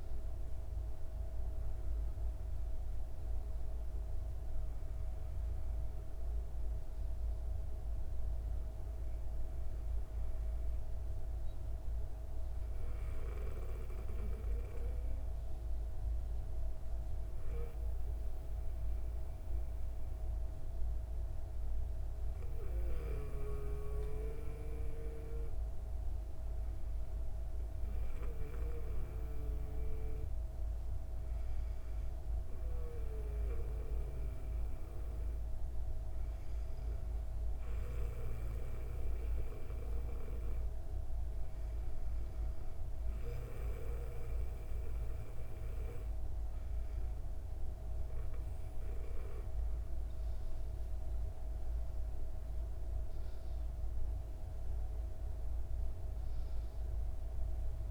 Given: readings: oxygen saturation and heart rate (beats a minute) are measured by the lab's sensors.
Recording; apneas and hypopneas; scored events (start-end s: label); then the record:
breathing in sleep by a room microphone; 1
0.00-4.00 s: arousal
17.50-40.50 s: hypopnea (oxygen 97% before, 96% lowest, heart rate 130 before, 119 extreme)
47.00-54.00 s: arousal
From the record:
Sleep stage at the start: N2 (light sleep); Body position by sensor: on the back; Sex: female